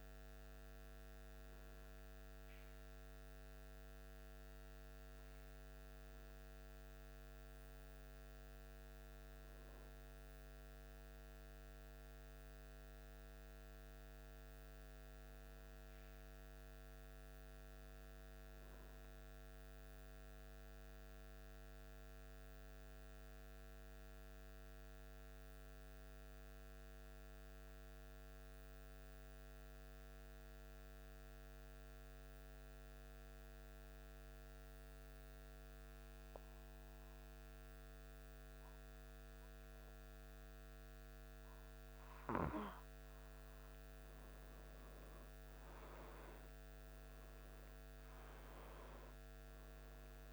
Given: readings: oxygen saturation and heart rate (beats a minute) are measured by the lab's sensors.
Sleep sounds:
breathing in sleep, hard to hear, by a microphone on the trachea; 1
3.50-7.00 s: arousal
17.00-50.33 s: new sleep stage, N2 (light sleep)
19.50-42.00 s: mixed apnea (oxygen 97% before, 93% lowest, heart rate 76 before, 77 extreme, up 0 after)
47.00-50.33 s: arousal
From the record:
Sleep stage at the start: N1 (lightest sleep); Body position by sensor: on the back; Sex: male

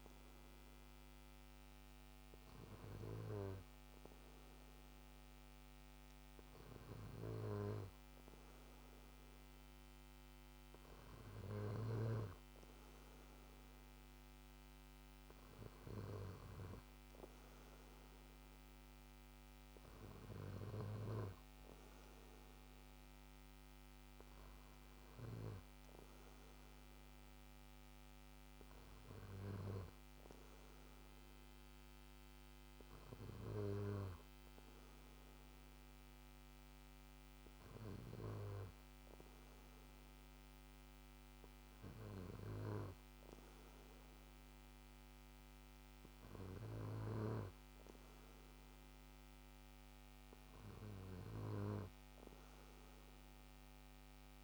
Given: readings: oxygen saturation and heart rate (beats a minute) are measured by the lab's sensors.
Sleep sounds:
breathing in sleep by a microphone on the trachea; none
none scored
From the record:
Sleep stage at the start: N2 (light sleep); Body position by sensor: on the back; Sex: male

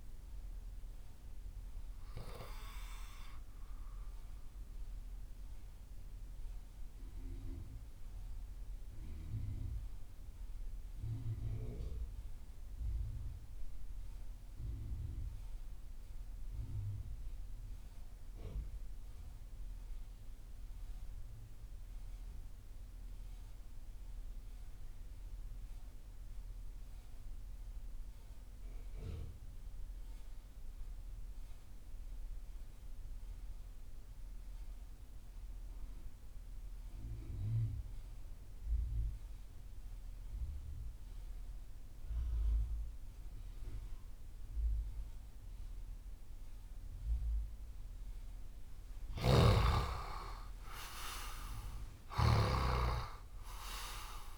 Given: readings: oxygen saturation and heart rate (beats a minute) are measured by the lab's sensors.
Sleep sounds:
breathing in sleep by a room microphone; 1
0.00-13.50 s: oxygen desaturation (device-marked, oxygen 91% lowest)
4.00-48.50 s: mixed apnea (oxygen 97% before, 80% lowest)
28.50-54.38 s: oxygen desaturation (device-marked, oxygen 98% before, 80% lowest)
48.50-54.38 s: snoring (device-marked)
50.50-54.00 s: arousal
From the record:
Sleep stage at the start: REM sleep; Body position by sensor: on the left side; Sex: male

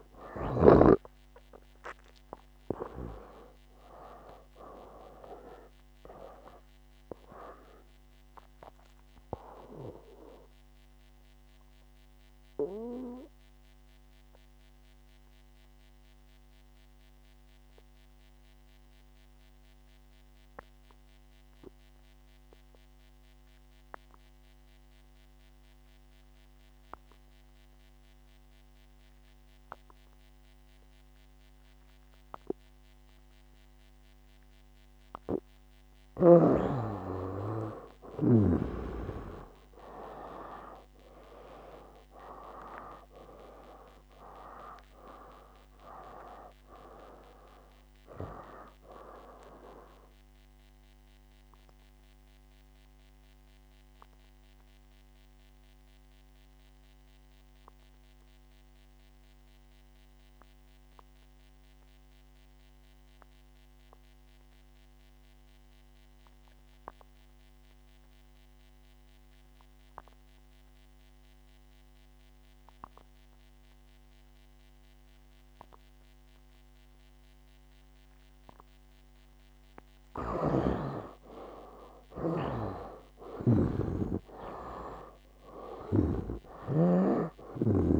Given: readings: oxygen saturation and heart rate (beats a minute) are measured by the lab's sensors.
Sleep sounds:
breathing in sleep by a microphone on the trachea; 2
0.00-1.00 s: snoring (device-marked)
0.00-28.50 s: oxygen desaturation (device-marked, oxygen 83% lowest, heart rate 66 extreme)
9.50-35.50 s: obstructive apnea (oxygen 97% before, 82% lowest, heart rate 68 before, 66 extreme, up 4 after)
34.50-40.50 s: oxygen desaturation (device-marked, oxygen 97% before, 93% lowest, heart rate 69 before, 66 extreme)
39.50-43.50 s: arousal
42.50-73.50 s: oxygen desaturation (device-marked, oxygen 97% before, 82% lowest, heart rate 68 before, 66 extreme)
51.00-80.00 s: obstructive apnea (oxygen 97% before, 78% lowest, heart rate 71 before, 66 extreme, up 8 after)
79.50-88.00 s: oxygen desaturation (device-marked, oxygen 98% before, 78% lowest, heart rate 67 before, 66 extreme)
80.50-88.00 s: snoring (device-marked)
82.00-85.50 s: arousal
From the record:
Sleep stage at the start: N2 (light sleep); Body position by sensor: on the back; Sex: male

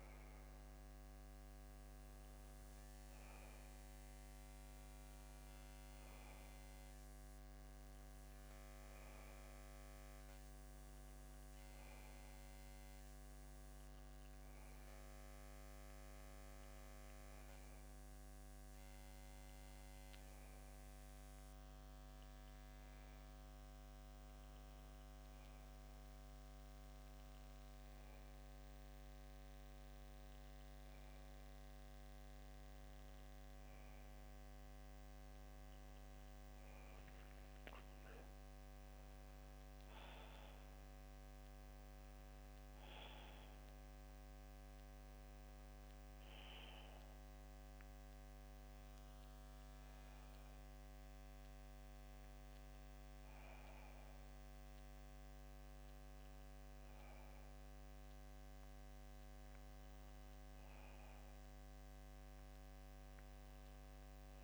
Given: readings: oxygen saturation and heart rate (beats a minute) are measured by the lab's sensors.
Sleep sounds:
breathing in sleep, hard to hear, by a microphone on the trachea; none
none scored
From the record:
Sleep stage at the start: N2 (light sleep); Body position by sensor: on the back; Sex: male

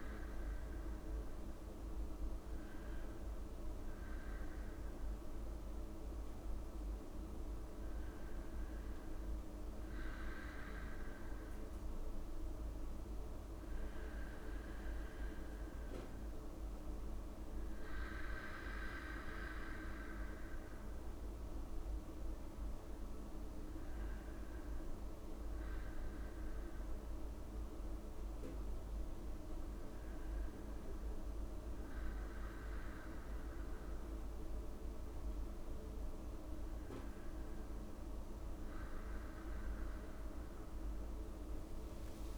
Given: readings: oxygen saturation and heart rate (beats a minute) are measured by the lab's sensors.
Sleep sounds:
breathing in sleep, hard to hear, by a room microphone; none
40.50-42.38 s: arousal
From the record:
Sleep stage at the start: N2 (light sleep); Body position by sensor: on the back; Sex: male

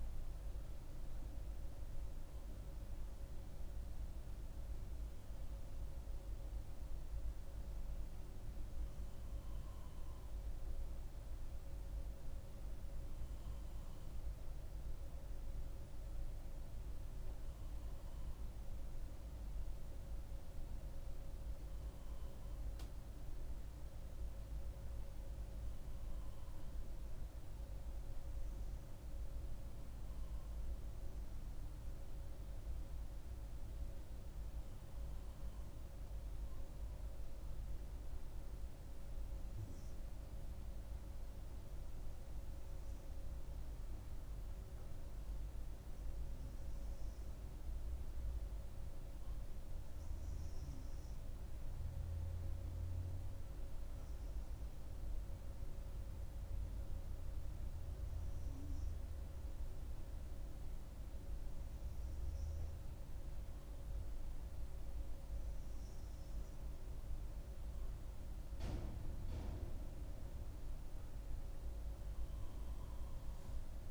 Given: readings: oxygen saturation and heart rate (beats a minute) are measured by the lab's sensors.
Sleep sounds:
breathing in sleep, hard to hear, by a room microphone; none
0.00-8.50 s: oxygen desaturation (device-marked, oxygen 92% lowest, heart rate 67 extreme)
22.50-26.00 s: arousal
From the record:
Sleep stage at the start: N2 (light sleep); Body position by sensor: on the right side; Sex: female

